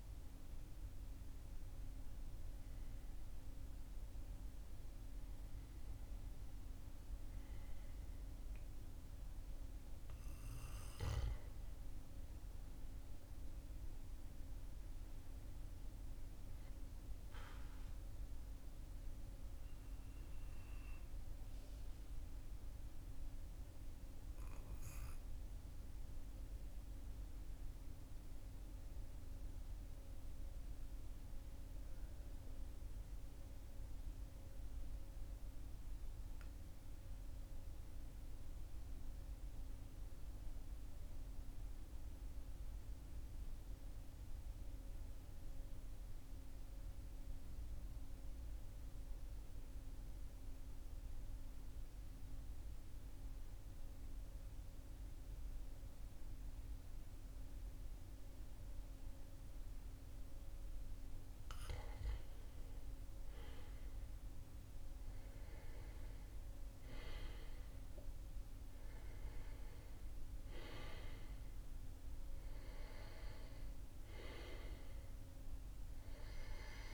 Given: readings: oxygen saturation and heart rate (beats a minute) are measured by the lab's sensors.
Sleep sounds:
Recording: breathing in sleep, hard to hear, by a room microphone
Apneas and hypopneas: 1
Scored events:
0.00-3.00 s: arousal
14.50-30.50 s: oxygen desaturation (device-marked, oxygen 98% before, 93% lowest, heart rate 40 before, 37 extreme)
18.00-59.50 s: obstructive apnea (oxygen 99% before, 89% lowest, heart rate 40 before, 37 extreme, up 3 after)
60.50-76.94 s: oxygen desaturation (device-marked, oxygen 96% before, 93% lowest, heart rate 40 before, 38 extreme)
61.00-66.50 s: arousal
From the record:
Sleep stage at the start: N2 (light sleep)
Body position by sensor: on the back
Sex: male

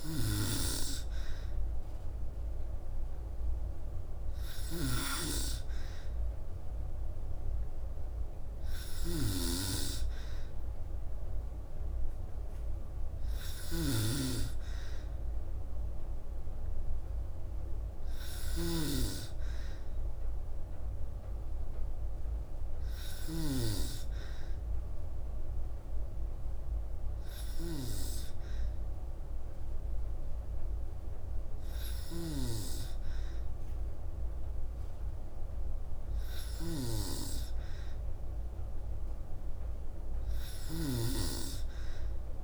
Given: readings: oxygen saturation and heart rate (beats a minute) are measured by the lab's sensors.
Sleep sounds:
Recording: breathing in sleep by a room microphone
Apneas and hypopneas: none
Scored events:
0.00-42.44 s: snoring (device-marked)
From the record:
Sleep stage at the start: N2 (light sleep)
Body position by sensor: on the back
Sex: female

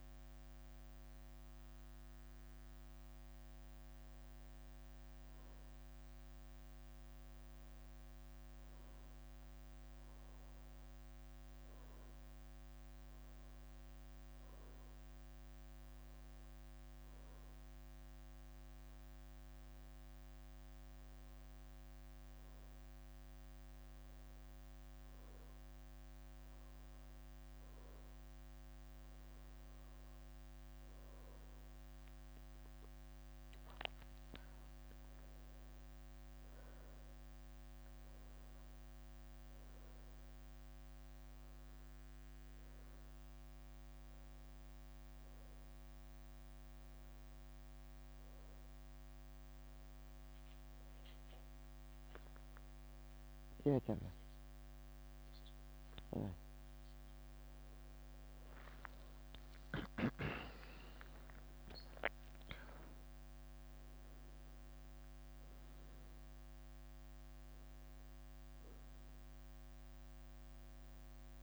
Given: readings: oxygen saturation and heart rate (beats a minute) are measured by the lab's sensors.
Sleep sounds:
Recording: breathing in sleep, hard to hear, by a microphone on the trachea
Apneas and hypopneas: 1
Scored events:
13.00-15.00 s: leg movement (device-marked)
16.50-23.00 s: leg movement (device-marked)
29.00-33.00 s: leg movement (device-marked)
31.50-36.00 s: arousal
33.50-44.50 s: oxygen desaturation (device-marked, oxygen 96% before, 93% lowest, heart rate 74 before, 75 extreme)
35.00-36.50 s: leg movement (device-marked)
41.50-55.50 s: hypopnea (oxygen 98% before, 93% lowest, heart rate 76 before, 72 extreme, up 13 after)
43.50-48.50 s: leg movement (device-marked)
49.50-51.50 s: leg movement (device-marked)
58.00-62.00 s: arousal
58.50-61.50 s: leg movement (device-marked)
61.50-65.50 s: leg movement (device-marked)
62.00-64.00 s: long interval between heartbeats (device-marked, heart rate 76 before, 88 extreme)
67.00-71.43 s: leg movement (device-marked)
From the record:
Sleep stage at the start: N1 (lightest sleep)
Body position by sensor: on the back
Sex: female

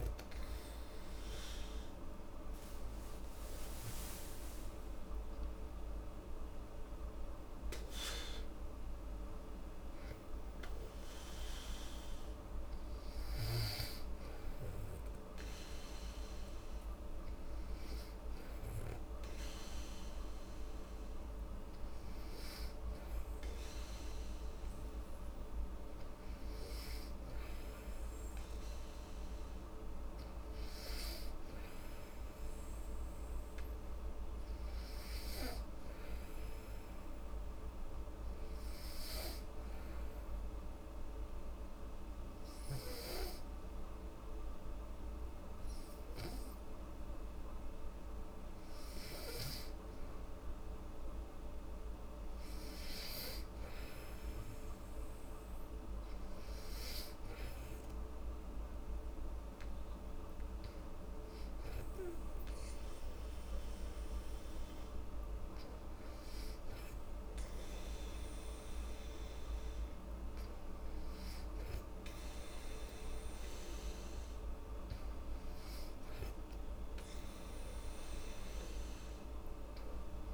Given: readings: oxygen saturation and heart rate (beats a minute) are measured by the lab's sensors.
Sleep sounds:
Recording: breathing in sleep, hard to hear, by a room microphone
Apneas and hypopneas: 1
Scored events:
2.50-7.00 s: arousal
38.50-49.00 s: obstructive apnea (oxygen 97% before, 90% lowest, heart rate 70 before, 70 extreme, up 2 after)
47.50-71.50 s: oxygen desaturation (device-marked, oxygen 96% before, 90% lowest, heart rate 73 before, 70 extreme)
50.00-54.00 s: arousal
From the record:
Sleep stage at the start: N2 (light sleep)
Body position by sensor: on the back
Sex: female

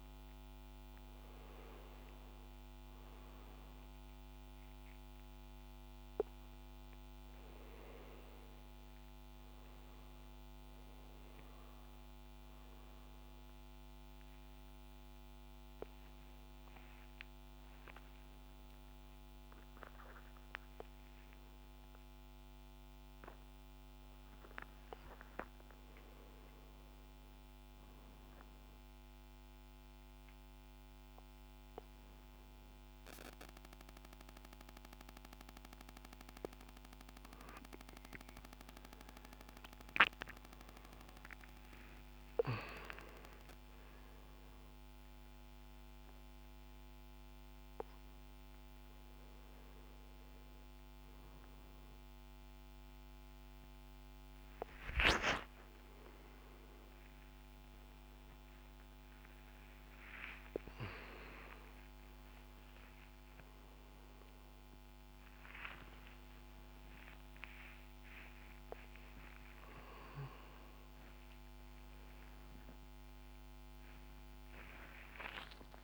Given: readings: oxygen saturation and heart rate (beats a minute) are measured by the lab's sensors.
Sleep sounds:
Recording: a person awake in a sleep study, by a microphone on the trachea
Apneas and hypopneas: none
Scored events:
none scored
From the record:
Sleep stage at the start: awake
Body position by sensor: on the front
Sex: male

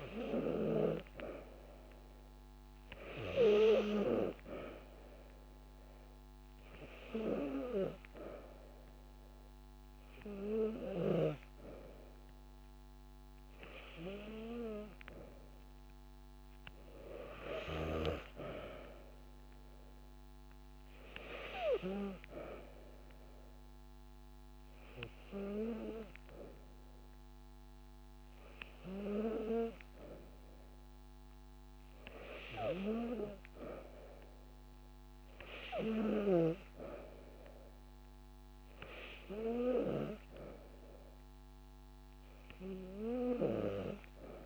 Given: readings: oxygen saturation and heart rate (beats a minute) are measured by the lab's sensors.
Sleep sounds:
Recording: breathing in sleep by a microphone on the trachea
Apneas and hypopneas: none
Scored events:
7.50-9.50 s: long interval between heartbeats (device-marked)
9.50-11.50 s: long interval between heartbeats (device-marked)
13.00-15.00 s: long interval between heartbeats (device-marked)
13.00-20.00 s: drop in pulse transit time (device-marked)
From the record:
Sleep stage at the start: N2 (light sleep)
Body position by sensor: on the back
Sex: female

